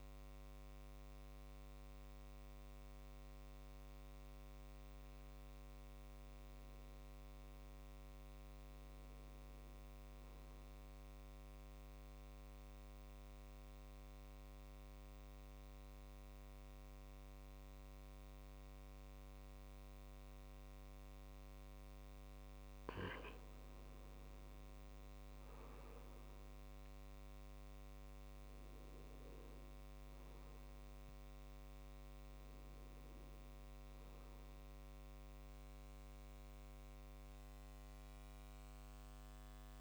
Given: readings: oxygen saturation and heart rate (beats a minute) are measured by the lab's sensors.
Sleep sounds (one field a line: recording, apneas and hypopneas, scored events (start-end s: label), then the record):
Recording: breathing in sleep, hard to hear, by a microphone on the trachea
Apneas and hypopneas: 1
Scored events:
0.00-11.00 s: oxygen desaturation (device-marked, oxygen 90% lowest, heart rate 64 extreme)
11.50-23.00 s: obstructive apnea (oxygen 97% before, 92% lowest, heart rate 69 before, 64 extreme, up 5 after)
24.50-28.00 s: arousal
30.00-39.81 s: oxygen desaturation (device-marked, oxygen 97% before, 92% lowest, heart rate 69 before, 63 extreme)
From the record:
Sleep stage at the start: N2 (light sleep)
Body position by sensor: on the right side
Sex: male